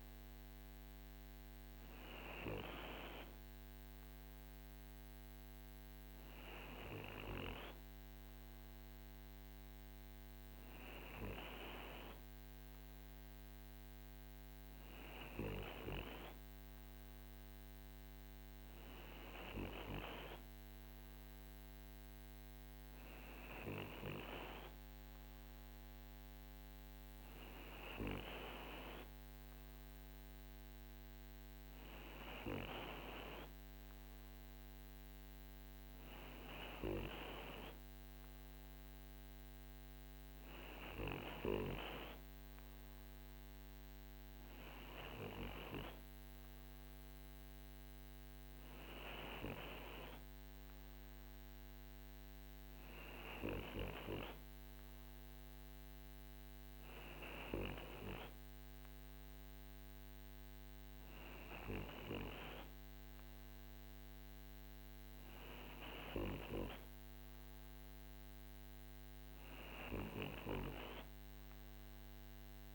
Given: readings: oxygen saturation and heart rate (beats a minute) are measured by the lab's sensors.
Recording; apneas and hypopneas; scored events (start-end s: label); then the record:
breathing in sleep by a microphone on the trachea; none
none scored
From the record:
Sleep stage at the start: N2 (light sleep); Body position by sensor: on the right side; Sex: male